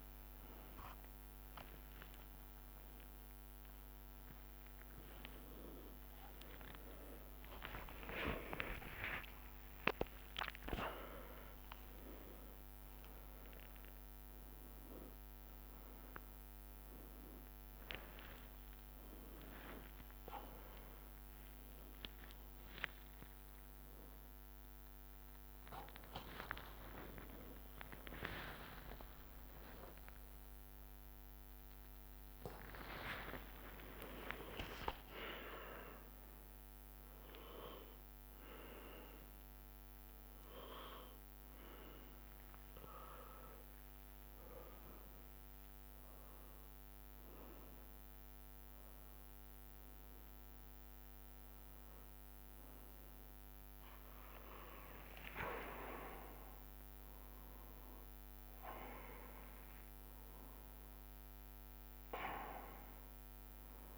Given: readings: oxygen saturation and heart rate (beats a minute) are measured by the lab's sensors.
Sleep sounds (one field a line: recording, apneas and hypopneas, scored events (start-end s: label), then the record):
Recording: a person awake in a sleep study, by a microphone on the trachea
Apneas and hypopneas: none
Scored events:
0.00-3.50 s: tachycardia (device-marked, heart rate 142 extreme)
1.00-3.00 s: long interval between heartbeats (device-marked, heart rate 116 before, 113 extreme)
4.50-6.50 s: long interval between heartbeats (device-marked, heart rate 120 before, 109 extreme)
4.50-16.50 s: tachycardia (device-marked, heart rate 92 before, 157 extreme)
8.00-10.00 s: long interval between heartbeats (device-marked, heart rate 120 before, 116 extreme)
12.50-14.50 s: long interval between heartbeats (device-marked, heart rate 121 before, 153 extreme)
13.50-27.50 s: oxygen desaturation (device-marked, oxygen 97% before, 94% lowest, heart rate 122 before, 75 extreme)
15.50-17.50 s: long interval between heartbeats (device-marked, heart rate 123 before, 127 extreme)
22.50-24.50 s: long interval between heartbeats (device-marked, heart rate 122 before, 95 extreme)
23.50-25.50 s: tachycardia (device-marked, heart rate 94 before, 96 extreme)
26.50-28.50 s: long interval between heartbeats (device-marked, heart rate 120 before, 107 extreme)
31.50-37.50 s: tachycardia (device-marked, heart rate 94 before, 109 extreme)
34.00-36.00 s: long interval between heartbeats (device-marked, heart rate 108 before, 98 extreme)
55.00-57.00 s: long interval between heartbeats (device-marked, heart rate 87 before, 79 extreme)
From the record:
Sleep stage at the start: awake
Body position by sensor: on the back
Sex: male